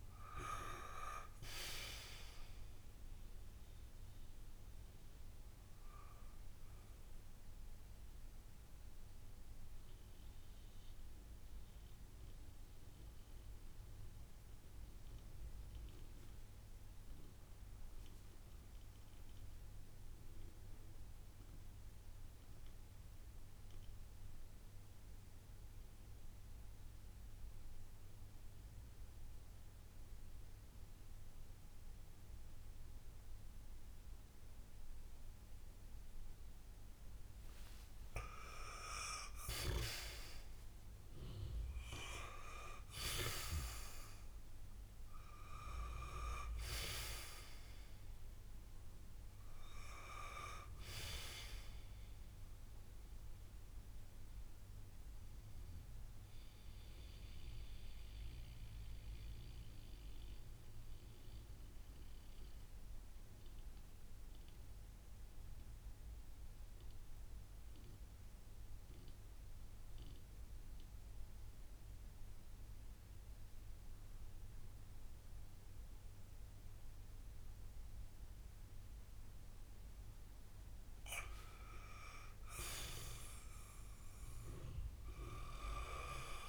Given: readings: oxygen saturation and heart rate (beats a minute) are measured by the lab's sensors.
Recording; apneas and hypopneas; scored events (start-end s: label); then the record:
breathing in sleep by a room microphone; 2
0.00-22.50 s: oxygen desaturation (device-marked, oxygen 85% lowest, heart rate 55 extreme)
7.00-39.00 s: mixed apnea (oxygen 97% before, 85% lowest, heart rate 61 before, 55 extreme, up 5 after)
39.50-45.00 s: arousal
39.50-72.50 s: oxygen desaturation (device-marked, oxygen 98% before, 87% lowest, heart rate 62 before, 55 extreme)
40.50-86.49 s: new sleep stage, N2 (light sleep)
58.00-80.50 s: mixed apnea (oxygen 98% before, 87% lowest, heart rate 62 before, 55 extreme, up 13 after)
82.00-86.49 s: arousal
From the record:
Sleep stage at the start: N1 (lightest sleep); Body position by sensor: on the back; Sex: male